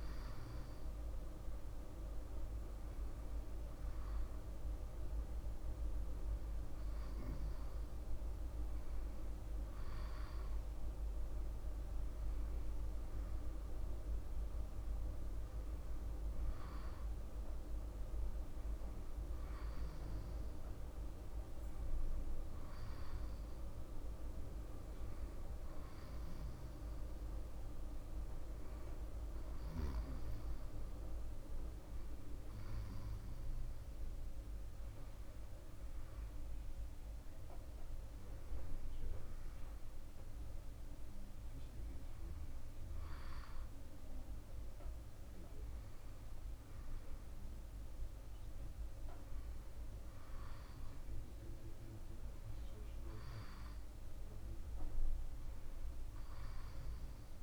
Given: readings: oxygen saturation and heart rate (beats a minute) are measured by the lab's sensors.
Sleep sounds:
a person awake in a sleep study, hard to hear, by a room microphone; none
none scored
From the record:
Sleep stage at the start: awake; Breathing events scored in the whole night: 49 in 2.9 hours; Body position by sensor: on the back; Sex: male

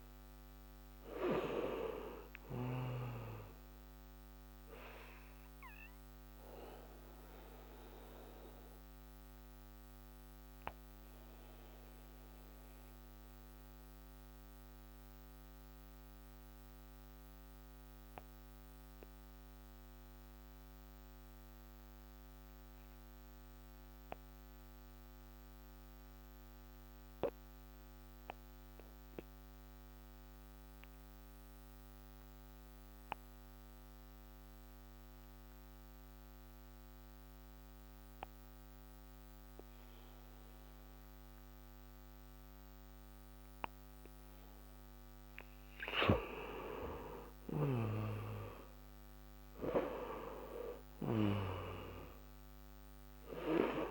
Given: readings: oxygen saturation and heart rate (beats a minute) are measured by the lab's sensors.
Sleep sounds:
breathing in sleep by a microphone on the trachea; 1
0.00-28.00 s: oxygen desaturation (device-marked, oxygen 81% lowest)
3.50-44.50 s: obstructive apnea (oxygen 98% before, 81% lowest)
46.50-50.50 s: arousal
49.00-53.91 s: oxygen desaturation (device-marked, oxygen 97% before, 85% lowest)
From the record:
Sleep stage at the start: N2 (light sleep); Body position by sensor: on the back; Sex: male

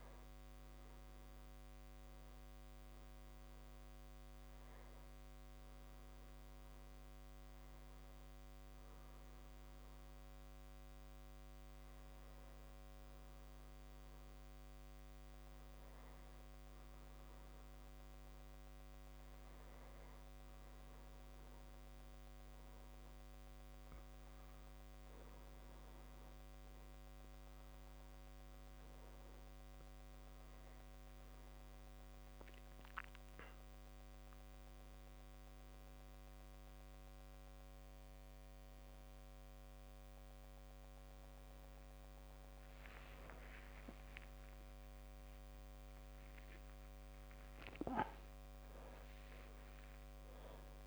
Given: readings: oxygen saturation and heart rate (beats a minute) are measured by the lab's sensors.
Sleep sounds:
breathing in sleep, hard to hear, by a microphone on the trachea; 1
2.50-4.50 s: long interval between heartbeats (device-marked, heart rate 50 before, 49 extreme)
5.50-22.50 s: drop in pulse transit time (device-marked, heart rate 51 before, 28 extreme)
8.50-28.50 s: obstructive apnea (oxygen 97% before, 95% lowest, heart rate 50 before, 36 extreme, up 1 after)
30.00-32.00 s: long interval between heartbeats (device-marked, heart rate 56 before, 58 extreme)
35.00-37.00 s: long interval between heartbeats (device-marked, heart rate 55 before, 38 extreme)
42.50-50.87 s: new sleep stage, awake
44.50-50.87 s: drop in pulse transit time (device-marked, heart rate 49 before, 80 extreme)
45.00-47.00 s: long interval between heartbeats (device-marked, heart rate 49 before, 80 extreme)
49.50-50.87 s: long interval between heartbeats (device-marked, heart rate 58 before, 98 extreme)
From the record:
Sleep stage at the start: N2 (light sleep); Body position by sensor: on the back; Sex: male

